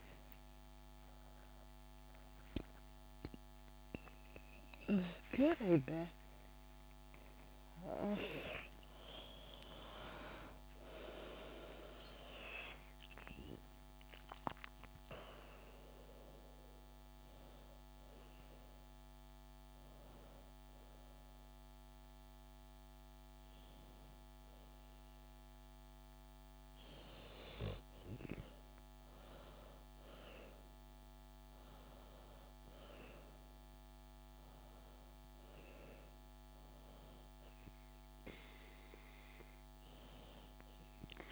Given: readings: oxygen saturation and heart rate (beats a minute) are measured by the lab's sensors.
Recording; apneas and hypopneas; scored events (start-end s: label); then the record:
breathing in sleep by a microphone on the trachea; none
8.50-38.50 s: new sleep stage, N1 (lightest sleep)
38.50-41.32 s: new sleep stage, N2 (light sleep)
From the record:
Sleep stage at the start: N2 (light sleep); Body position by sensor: on the back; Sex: female